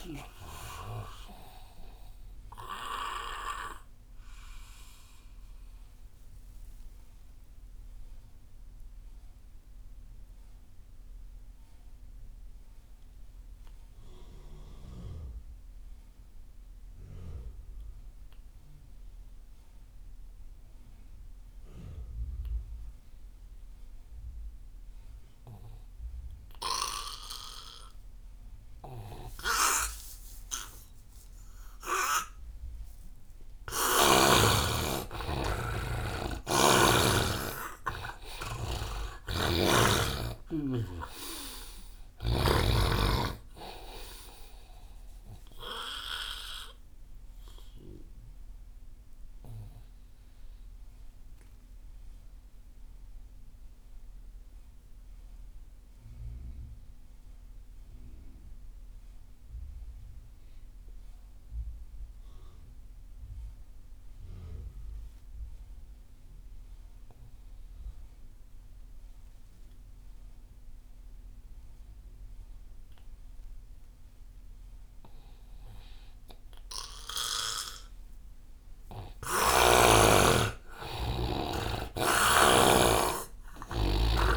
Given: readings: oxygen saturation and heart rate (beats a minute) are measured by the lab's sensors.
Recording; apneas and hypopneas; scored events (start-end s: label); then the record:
breathing in sleep by a room microphone; 2
0.00-13.00 s: oxygen desaturation (device-marked, oxygen 88% lowest)
2.50-34.00 s: obstructive apnea (oxygen 99% before, 87% lowest)
29.00-59.00 s: oxygen desaturation (device-marked, oxygen 99% before, 87% lowest)
36.00-40.00 s: arousal
36.50-40.00 s: snoring (device-marked)
46.50-78.50 s: obstructive apnea (oxygen 99% before, 85% lowest)
80.00-84.37 s: oxygen desaturation (device-marked, oxygen 98% before, 85% lowest)
81.50-84.37 s: arousal
From the record:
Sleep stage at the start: N2 (light sleep); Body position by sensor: on the right side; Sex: male